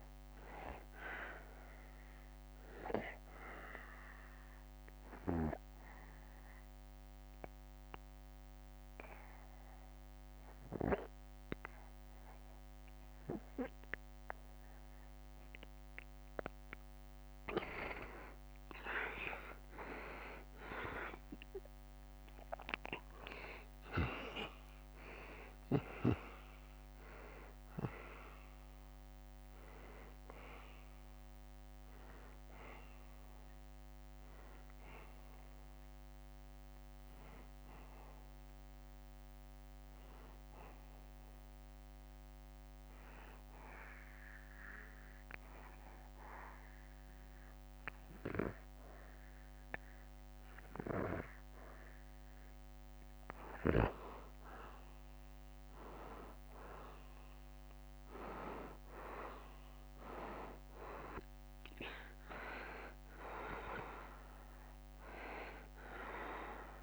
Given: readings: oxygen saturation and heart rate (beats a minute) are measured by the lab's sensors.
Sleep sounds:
breathing in sleep by a microphone on the trachea; 2
1.00-16.50 s: obstructive apnea (oxygen 95% before, 87% lowest, heart rate 75 before, 72 extreme, up 1 after)
22.50-27.50 s: arousal
31.50-44.50 s: oxygen desaturation (device-marked, oxygen 94% before, 87% lowest, heart rate 75 before, 71 extreme)
43.50-54.00 s: obstructive apnea (oxygen 94% before, 90% lowest, heart rate 77 before, 71 extreme, up 3 after)
58.00-61.50 s: arousal
62.50-66.82 s: oxygen desaturation (device-marked, oxygen 96% before, 90% lowest, heart rate 72 before, 68 extreme)
From the record:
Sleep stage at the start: N2 (light sleep); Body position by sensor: on the back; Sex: male

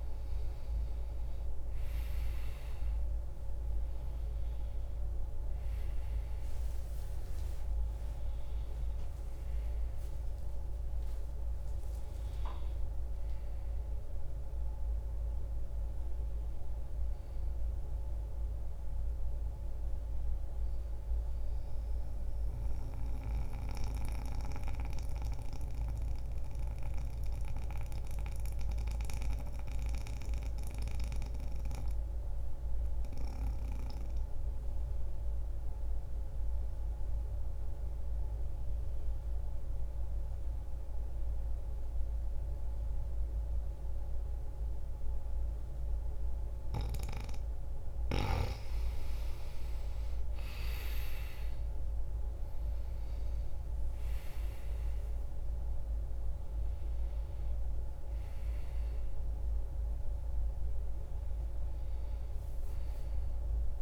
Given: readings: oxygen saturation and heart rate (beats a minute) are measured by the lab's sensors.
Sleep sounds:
breathing in sleep by a room microphone; 1
0.00-17.50 s: oxygen desaturation (device-marked, oxygen 87% lowest)
19.50-29.50 s: oxygen desaturation (device-marked, oxygen 91% before, 85% lowest)
21.50-47.00 s: mixed apnea (oxygen 97% before, 83% lowest)
45.50-63.81 s: oxygen desaturation (device-marked, oxygen 99% before, 83% lowest)
49.50-54.00 s: arousal
From the record:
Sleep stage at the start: N2 (light sleep); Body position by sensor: on the back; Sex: male

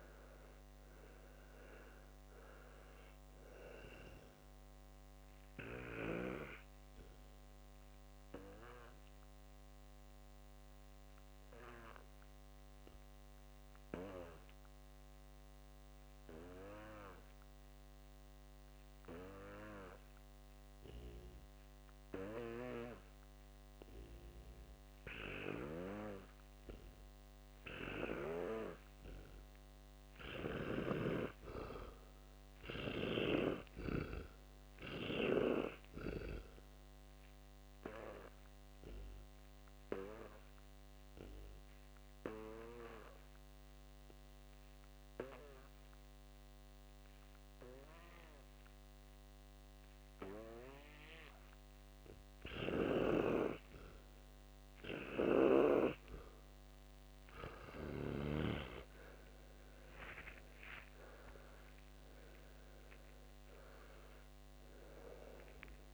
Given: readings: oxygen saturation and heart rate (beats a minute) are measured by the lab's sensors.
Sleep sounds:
breathing in sleep by a microphone on the trachea; 1
0.00-1.00 s: arousal
5.50-55.00 s: obstructive apnea (oxygen 99% before, 88% lowest, heart rate 70 before, 57 extreme, up 22 after)
17.50-28.50 s: oxygen desaturation (device-marked, oxygen 96% before, 90% lowest, heart rate 70 before, 60 extreme)
34.50-56.50 s: oxygen desaturation (device-marked, oxygen 100% before, 88% lowest, heart rate 63 before, 57 extreme)
53.00-58.50 s: snoring (device-marked)
58.00-63.00 s: arousal
From the record:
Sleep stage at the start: N2 (light sleep); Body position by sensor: on the back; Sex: male

